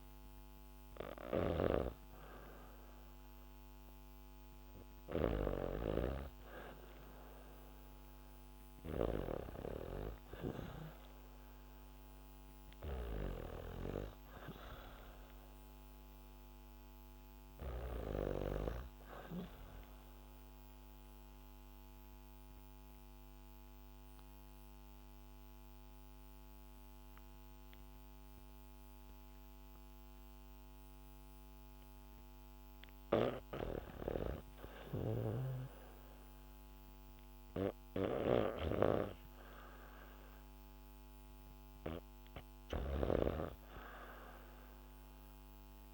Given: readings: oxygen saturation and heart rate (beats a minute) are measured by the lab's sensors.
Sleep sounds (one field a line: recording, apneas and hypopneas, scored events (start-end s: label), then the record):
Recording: breathing in sleep by a microphone on the trachea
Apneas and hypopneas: 1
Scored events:
0.00-5.50 s: snoring (device-marked)
0.00-10.00 s: oxygen desaturation (device-marked, oxygen 89% lowest, heart rate 65 extreme)
11.50-16.00 s: arousal
19.50-32.00 s: obstructive apnea (oxygen 99% before, 93% lowest, heart rate 75 before, 65 extreme, up 6 after)
34.50-39.50 s: arousal
37.50-45.94 s: snoring (device-marked)
41.00-45.94 s: oxygen desaturation (device-marked, oxygen 99% before, 95% lowest, heart rate 69 before, 65 extreme)
From the record:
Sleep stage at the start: REM sleep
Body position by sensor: on the back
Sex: female